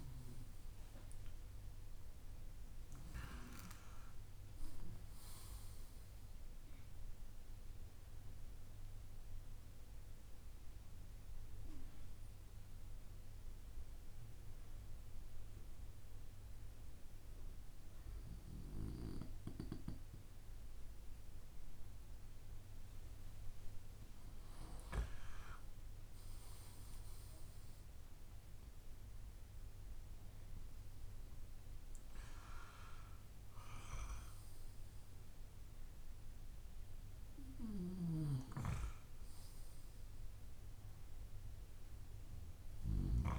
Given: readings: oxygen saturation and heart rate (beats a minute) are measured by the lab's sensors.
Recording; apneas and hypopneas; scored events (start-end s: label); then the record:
breathing in sleep by a room microphone; 1
7.00-21.50 s: obstructive apnea (oxygen 98% before, 96% lowest)
23.50-27.50 s: arousal
From the record:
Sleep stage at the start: N2 (light sleep); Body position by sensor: on the back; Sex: male